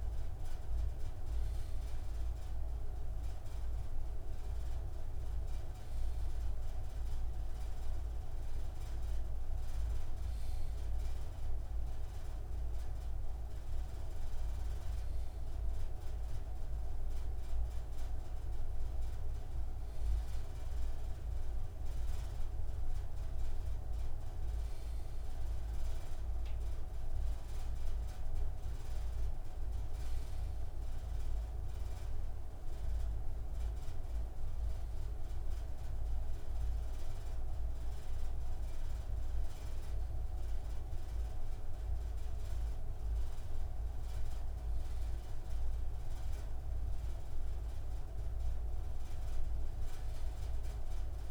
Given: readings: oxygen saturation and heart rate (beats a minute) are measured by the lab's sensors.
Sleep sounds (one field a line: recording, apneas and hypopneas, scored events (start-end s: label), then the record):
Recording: breathing in sleep, hard to hear, by a room microphone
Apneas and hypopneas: none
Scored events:
none scored
From the record:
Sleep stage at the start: N2 (light sleep)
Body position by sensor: on the left side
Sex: male